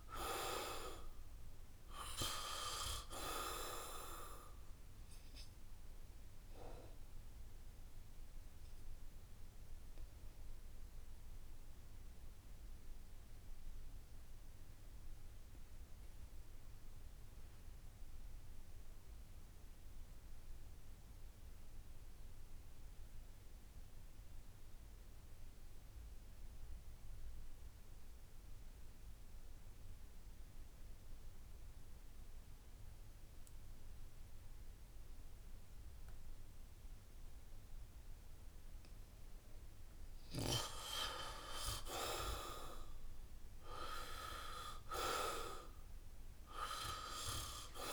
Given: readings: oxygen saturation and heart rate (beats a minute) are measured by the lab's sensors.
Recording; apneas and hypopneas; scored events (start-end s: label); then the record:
breathing in sleep by a room microphone; 1
0.00-21.50 s: oxygen desaturation (device-marked, oxygen 75% lowest, heart rate 66 extreme)
9.50-39.00 s: obstructive apnea (oxygen 93% before, 75% lowest, heart rate 75 before, 66 extreme, up 8 after)
27.50-29.50 s: long interval between heartbeats (device-marked, heart rate 68 before, 71 extreme)
30.50-47.93 s: oxygen desaturation (device-marked, oxygen 98% before, 77% lowest, heart rate 68 before, 64 extreme)
41.50-45.50 s: arousal
From the record:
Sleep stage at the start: N2 (light sleep); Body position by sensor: on the back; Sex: male